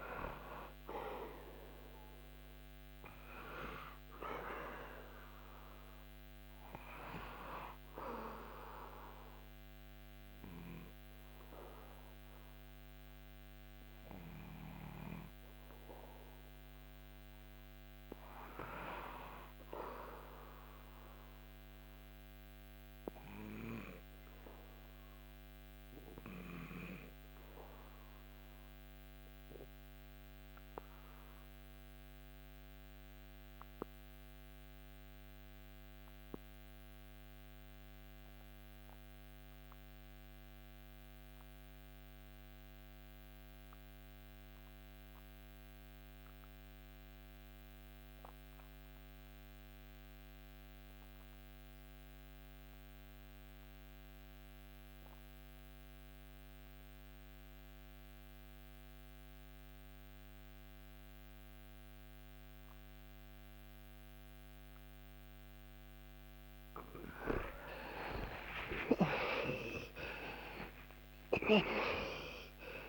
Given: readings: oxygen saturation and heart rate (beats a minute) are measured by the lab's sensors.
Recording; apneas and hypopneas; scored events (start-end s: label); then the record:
breathing in sleep by a microphone on the trachea; 1
1.50-13.50 s: oxygen desaturation (device-marked, oxygen 99% before, 94% lowest, heart rate 83 before, 71 extreme)
14.50-17.50 s: arousal
21.00-64.00 s: obstructive apnea (oxygen 99% before, 72% lowest, heart rate 81 before, 62 extreme, up 23 after)
41.50-72.89 s: oxygen desaturation (device-marked, oxygen 96% before, 72% lowest, heart rate 77 before, 62 extreme)
60.50-72.89 s: new sleep stage, N2 (light sleep)
67.00-71.00 s: arousal
From the record:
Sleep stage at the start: REM sleep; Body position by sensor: on the back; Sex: male